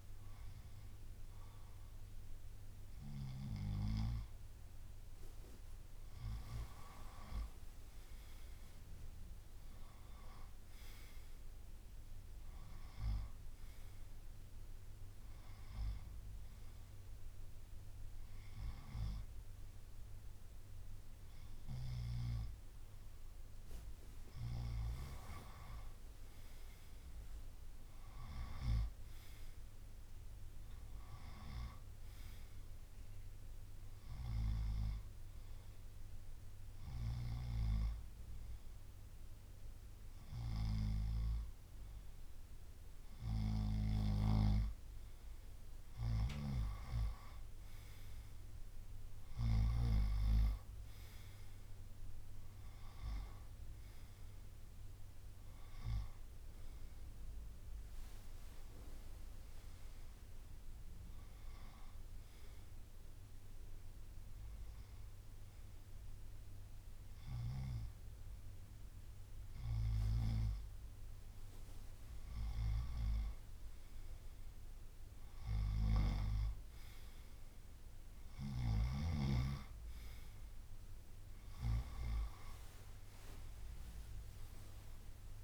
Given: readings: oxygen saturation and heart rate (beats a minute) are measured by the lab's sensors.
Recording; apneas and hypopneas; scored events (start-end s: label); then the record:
breathing in sleep by a room microphone; 3
7.50-11.50 s: arousal
15.00-25.00 s: hypopnea (oxygen 95% before, 93% lowest, heart rate 68 before, 63 extreme, up 6 after)
33.50-44.00 s: hypopnea (oxygen 95% before, 93% lowest, heart rate 66 before, 64 extreme, up 6 after)
47.50-52.50 s: arousal
63.00-73.00 s: hypopnea (oxygen 95% before, 93% lowest, heart rate 68 before, 64 extreme, up 8 after)
68.50-70.50 s: long interval between heartbeats (device-marked, heart rate 67 before, 65 extreme)
75.00-80.00 s: arousal
From the record:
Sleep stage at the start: N2 (light sleep); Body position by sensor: on the right side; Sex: male